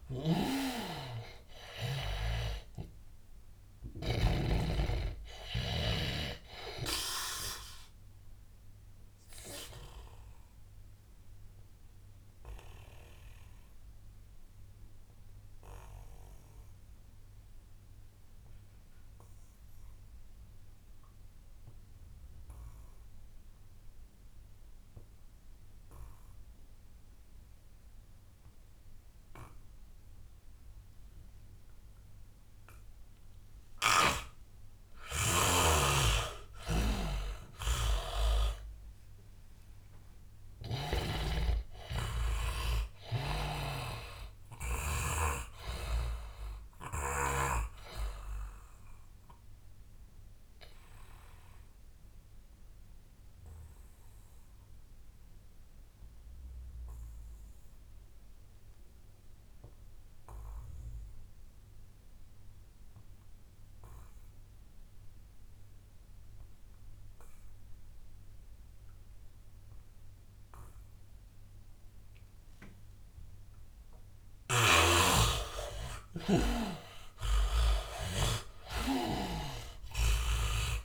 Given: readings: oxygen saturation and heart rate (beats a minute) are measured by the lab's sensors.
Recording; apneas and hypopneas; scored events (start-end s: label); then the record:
breathing in sleep by a room microphone; 2
0.00-4.50 s: snoring (device-marked)
0.00-19.50 s: oxygen desaturation (device-marked, oxygen 78% lowest, heart rate 77 extreme)
8.00-35.50 s: obstructive apnea (oxygen 100% before, 78% lowest, heart rate 87 before, 77 extreme, up 20 after)
21.50-55.50 s: oxygen desaturation (device-marked, oxygen 100% before, 80% lowest, heart rate 95 before, 77 extreme)
36.50-47.50 s: snoring (device-marked)
40.00-43.50 s: arousal
48.00-74.50 s: obstructive apnea (oxygen 100% before, 78% lowest, heart rate 88 before, 82 extreme, up 15 after)
67.50-80.85 s: oxygen desaturation (device-marked, oxygen 99% before, 78% lowest, heart rate 92 before, 78 extreme)
74.50-80.85 s: snoring (device-marked)
76.50-80.00 s: arousal
From the record:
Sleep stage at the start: N2 (light sleep); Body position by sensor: on the back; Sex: male